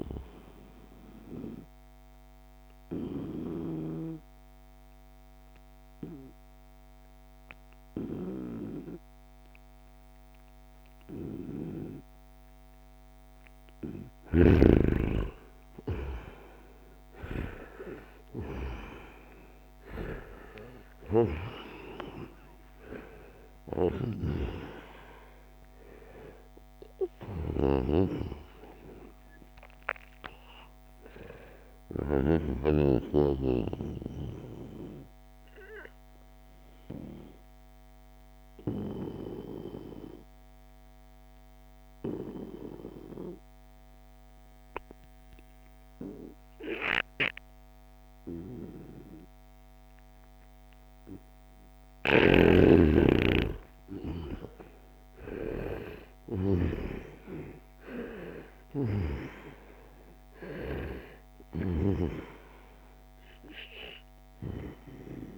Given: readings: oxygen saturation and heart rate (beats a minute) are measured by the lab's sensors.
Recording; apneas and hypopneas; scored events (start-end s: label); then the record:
breathing in sleep by a microphone on the trachea; 2
1.00-12.00 s: obstructive apnea (oxygen 99% before, 90% lowest, heart rate 92 before, 80 extreme, up 2 after)
14.50-21.00 s: arousal
16.50-35.50 s: oxygen desaturation (device-marked, oxygen 95% before, 90% lowest, heart rate 85 before, 76 extreme)
23.00-31.50 s: snoring (device-marked)
32.50-65.38 s: new sleep stage, N2 (light sleep)
36.00-51.00 s: obstructive apnea (oxygen 96% before, 89% lowest, heart rate 88 before, 76 extreme, up 4 after)
51.50-65.38 s: snoring (device-marked)
52.50-56.50 s: arousal
54.50-65.38 s: oxygen desaturation (device-marked, oxygen 97% before, 91% lowest, heart rate 82 before, 71 extreme)
From the record:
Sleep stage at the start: N1 (lightest sleep); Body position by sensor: on the right side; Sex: male